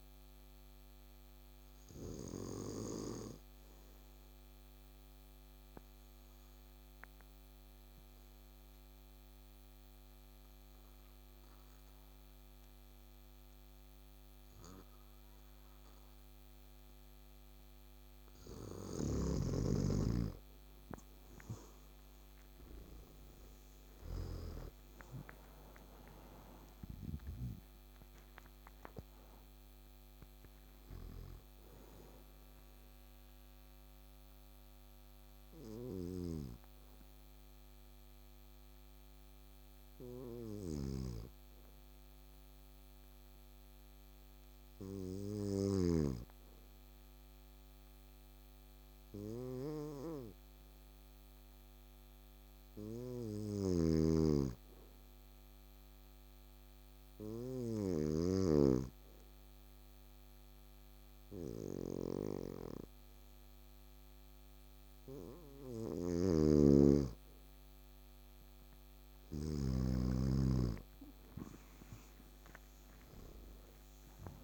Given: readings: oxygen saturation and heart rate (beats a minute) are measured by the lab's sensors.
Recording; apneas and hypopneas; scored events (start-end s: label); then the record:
breathing in sleep by a microphone on the trachea; 2
0.00-9.50 s: oxygen desaturation (device-marked, oxygen 94% lowest, heart rate 67 extreme)
4.50-18.00 s: obstructive apnea (oxygen 98% before, 91% lowest, heart rate 70 before, 67 extreme, up 10 after)
20.50-24.50 s: arousal
20.50-37.50 s: oxygen desaturation (device-marked, oxygen 97% before, 91% lowest, heart rate 69 before, 65 extreme)
34.50-65.50 s: hypopnea (oxygen 97% before, 91% lowest, heart rate 75 before, 65 extreme, up 7 after)
35.50-46.00 s: snoring (device-marked)
53.00-58.00 s: snoring (device-marked)
61.50-74.44 s: oxygen desaturation (device-marked, oxygen 99% before, 91% lowest, heart rate 66 before, 64 extreme)
65.50-69.50 s: snoring (device-marked)
71.50-74.44 s: arousal
From the record:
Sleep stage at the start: N2 (light sleep); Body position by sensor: on the back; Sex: male